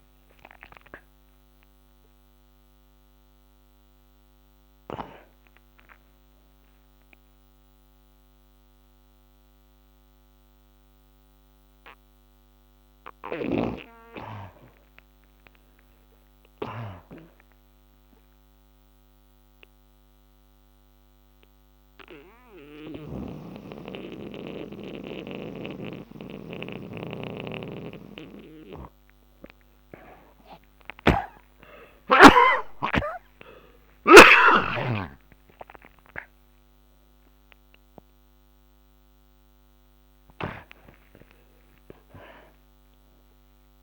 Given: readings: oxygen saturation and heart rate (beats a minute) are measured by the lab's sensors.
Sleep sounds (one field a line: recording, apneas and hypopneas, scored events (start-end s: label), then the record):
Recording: breathing in sleep by a microphone on the trachea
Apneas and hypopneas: 1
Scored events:
0.00-1.50 s: arousal
18.50-29.50 s: obstructive apnea (oxygen 98% before, 77% lowest, heart rate 74 before, 63 extreme, up 56 after)
23.00-34.50 s: snoring (device-marked)
27.00-43.83 s: oxygen desaturation (device-marked, oxygen 98% before, 80% lowest, heart rate 70 before, 54 extreme)
31.50-37.00 s: arousal
From the record:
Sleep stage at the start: N2 (light sleep)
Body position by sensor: on the back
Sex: male